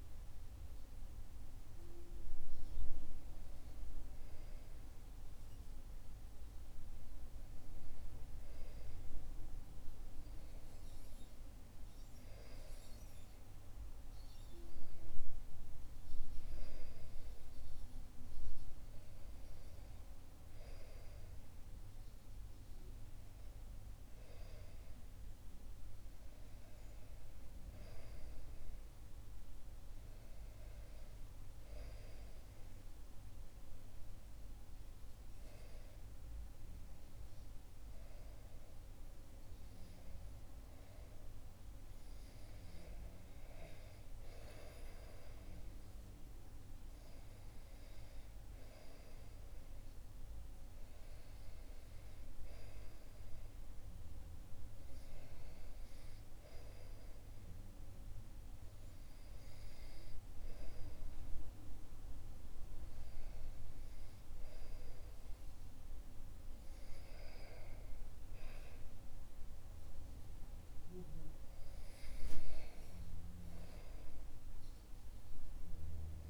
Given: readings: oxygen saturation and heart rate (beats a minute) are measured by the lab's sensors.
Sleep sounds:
breathing in sleep, hard to hear, by a room microphone; none
none scored
From the record:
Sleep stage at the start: REM sleep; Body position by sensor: on the back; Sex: male

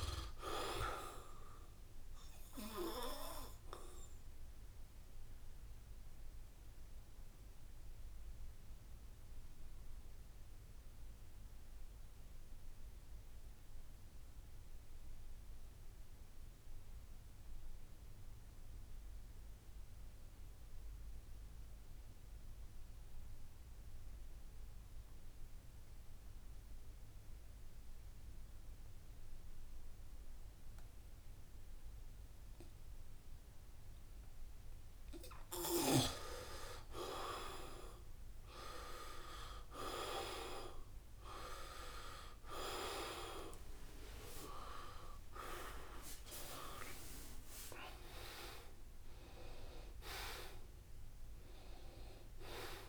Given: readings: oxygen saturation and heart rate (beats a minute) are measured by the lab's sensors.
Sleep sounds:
breathing in sleep by a room microphone; 1
0.00-19.00 s: oxygen desaturation (device-marked, oxygen 71% lowest, heart rate 68 extreme)
3.50-34.50 s: obstructive apnea (oxygen 97% before, 71% lowest, heart rate 80 before, 68 extreme, up 13 after)
15.00-17.00 s: long interval between heartbeats (device-marked, heart rate 78 before, 69 extreme)
19.00-21.00 s: long interval between heartbeats (device-marked, heart rate 76 before, 72 extreme)
21.50-23.50 s: long interval between heartbeats (device-marked, heart rate 74 before, 74 extreme)
26.00-52.89 s: oxygen desaturation (device-marked, oxygen 97% before, 75% lowest, heart rate 72 before, 64 extreme)
33.50-35.50 s: long interval between heartbeats (device-marked, heart rate 72 before, 77 extreme)
36.00-38.00 s: long interval between heartbeats (device-marked, heart rate 74 before, 77 extreme)
38.50-40.50 s: long interval between heartbeats (device-marked, heart rate 74 before, 82 extreme)
41.50-45.00 s: arousal
45.50-47.50 s: long interval between heartbeats (device-marked, heart rate 79 before, 129 extreme)
From the record:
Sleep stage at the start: N2 (light sleep); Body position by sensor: on the back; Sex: male

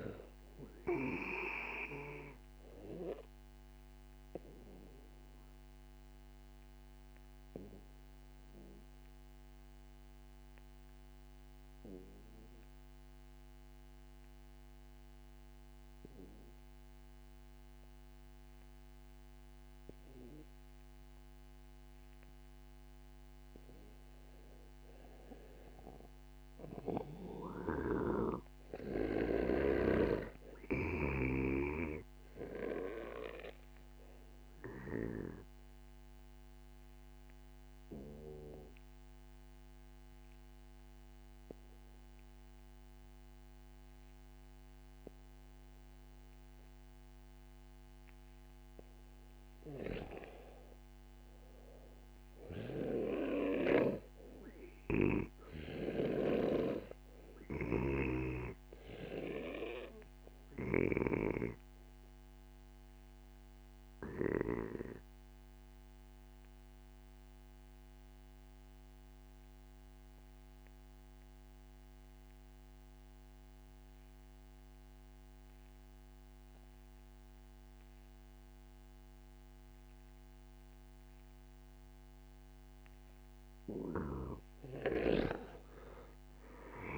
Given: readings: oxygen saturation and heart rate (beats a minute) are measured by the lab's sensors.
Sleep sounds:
breathing in sleep by a microphone on the trachea; 3
0.00-20.00 s: oxygen desaturation (device-marked, oxygen 91% lowest, heart rate 43 extreme)
4.50-23.00 s: obstructive apnea (oxygen 98% before, 91% lowest, heart rate 52 before, 48 extreme)
25.50-29.50 s: arousal
27.50-31.00 s: snoring (device-marked)
38.00-48.50 s: obstructive apnea (oxygen 97% before, 91% lowest, heart rate 57 before, 25 extreme, up 2 after)
50.50-54.00 s: arousal
54.50-61.00 s: snoring (device-marked)
66.00-82.50 s: obstructive apnea (oxygen 96% before, 91% lowest, heart rate 47 before, 43 extreme, up 14 after)
83.50-86.98 s: snoring (device-marked)
85.00-86.98 s: arousal
From the record:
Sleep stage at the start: N2 (light sleep); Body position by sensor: on the back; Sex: male

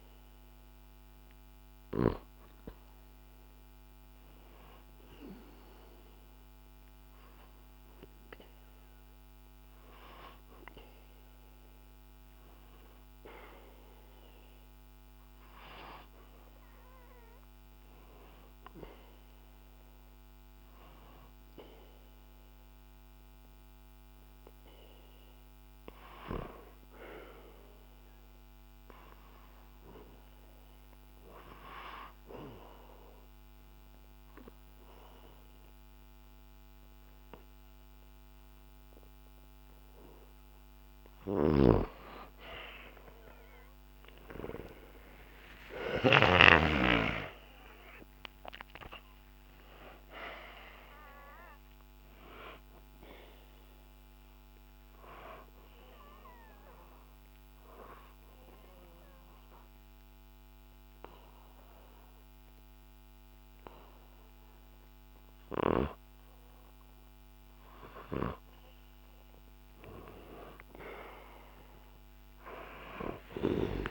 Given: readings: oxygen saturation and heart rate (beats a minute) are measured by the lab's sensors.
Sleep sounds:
breathing in sleep by a microphone on the trachea; 3
0.00-17.00 s: oxygen desaturation (device-marked, oxygen 90% lowest, heart rate 61 extreme)
4.50-16.50 s: obstructive apnea (oxygen 97% before, 90% lowest, heart rate 64 before, 61 extreme)
27.00-40.00 s: obstructive apnea (oxygen 98% before, 91% lowest, heart rate 65 before, 61 extreme, up 3 after)
38.00-51.00 s: oxygen desaturation (device-marked, oxygen 97% before, 93% lowest, heart rate 63 before, 63 extreme)
41.50-47.00 s: snoring (device-marked)
43.00-47.50 s: arousal
54.50-68.50 s: obstructive apnea (oxygen 98% before, 91% lowest, heart rate 70 before, 61 extreme, up 2 after)
56.00-62.00 s: oxygen desaturation (device-marked, oxygen 94% before, 91% lowest, heart rate 71 before, 61 extreme)
70.50-73.90 s: arousal
From the record:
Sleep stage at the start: N2 (light sleep); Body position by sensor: on the back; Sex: male

